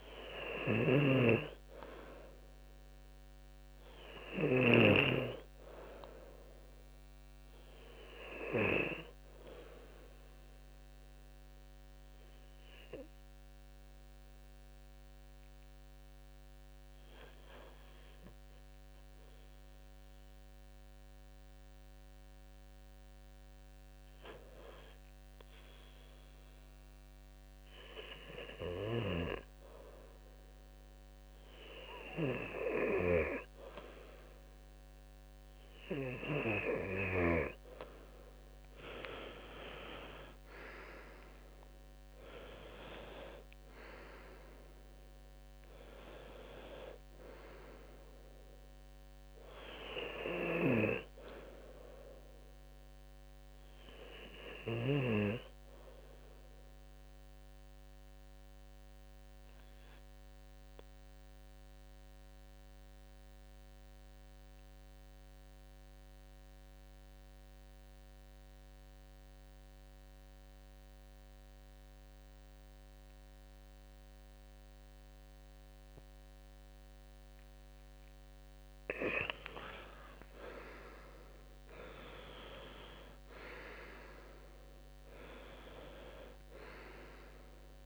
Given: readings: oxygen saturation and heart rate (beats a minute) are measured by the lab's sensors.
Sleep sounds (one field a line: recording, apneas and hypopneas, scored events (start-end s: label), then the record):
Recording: breathing in sleep by a microphone on the trachea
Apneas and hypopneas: 2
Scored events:
0.00-4.00 s: snoring (device-marked)
7.00-37.00 s: hypopnea (oxygen 93% before, 87% lowest, heart rate 75 before, 70 extreme, up 10 after)
13.50-22.50 s: oxygen desaturation (device-marked, oxygen 91% before, 87% lowest, heart rate 76 before, 70 extreme)
39.00-44.00 s: arousal
42.50-59.50 s: oxygen desaturation (device-marked, oxygen 97% before, 94% lowest, heart rate 73 before, 67 extreme)
55.50-77.50 s: mixed apnea (oxygen 97% before, 90% lowest, heart rate 75 before, 66 extreme, up 9 after)
66.50-82.50 s: oxygen desaturation (device-marked, oxygen 95% before, 91% lowest, heart rate 73 before, 65 extreme)
80.00-83.50 s: arousal
From the record:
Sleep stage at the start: REM sleep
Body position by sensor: on the left side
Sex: male